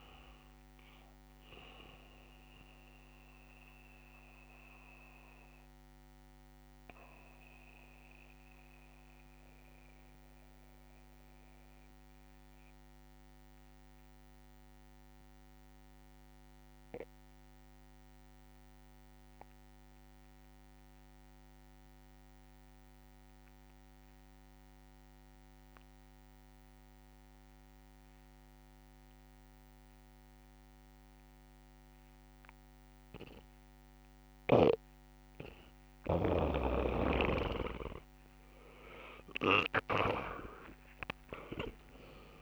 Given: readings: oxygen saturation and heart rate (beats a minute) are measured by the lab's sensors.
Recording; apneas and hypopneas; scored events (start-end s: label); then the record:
breathing in sleep by a microphone on the trachea; 1
0.00-16.50 s: oxygen desaturation (device-marked, oxygen 84% lowest)
1.00-35.50 s: mixed apnea (oxygen 99% before, 82% lowest)
29.50-42.42 s: oxygen desaturation (device-marked, oxygen 99% before, 82% lowest)
37.50-42.00 s: arousal
39.00-42.42 s: snoring (device-marked)
From the record:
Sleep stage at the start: N2 (light sleep); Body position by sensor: on the back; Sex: male